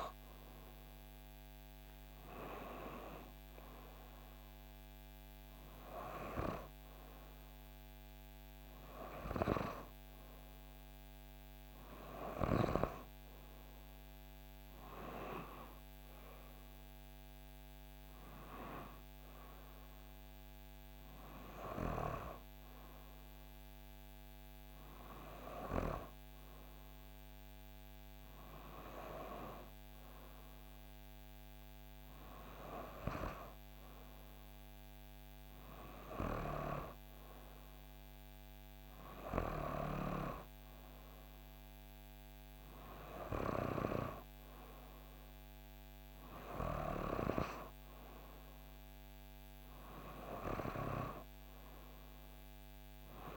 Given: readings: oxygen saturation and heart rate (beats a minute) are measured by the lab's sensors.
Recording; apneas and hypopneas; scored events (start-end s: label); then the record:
breathing in sleep by a microphone on the trachea; none
none scored
From the record:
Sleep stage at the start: N2 (light sleep); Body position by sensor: on the back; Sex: female